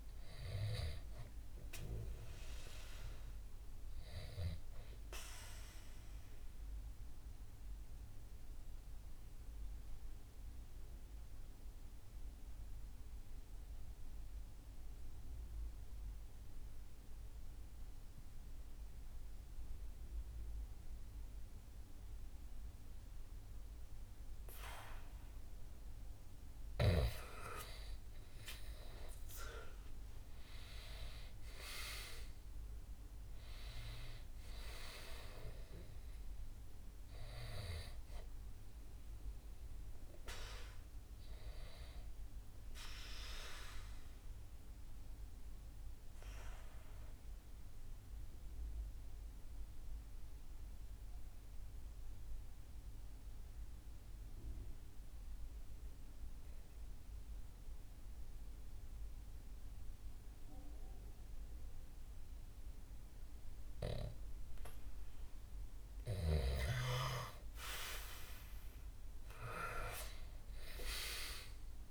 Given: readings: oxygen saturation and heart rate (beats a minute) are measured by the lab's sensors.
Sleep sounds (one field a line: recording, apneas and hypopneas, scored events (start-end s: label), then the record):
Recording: breathing in sleep by a room microphone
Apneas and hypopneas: 2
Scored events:
0.00-17.50 s: oxygen desaturation (device-marked, oxygen 93% lowest, heart rate 61 extreme)
5.00-27.00 s: mixed apnea (oxygen 98% before, 93% lowest, heart rate 67 before, 61 extreme, up 9 after)
29.50-33.00 s: arousal
42.50-67.00 s: obstructive apnea (oxygen 98% before, 92% lowest, heart rate 67 before, 63 extreme, up 4 after)
66.50-71.91 s: oxygen desaturation (device-marked, oxygen 98% before, 92% lowest, heart rate 65 before, 63 extreme)
69.00-71.91 s: arousal
From the record:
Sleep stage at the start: N2 (light sleep)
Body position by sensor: on the back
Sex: male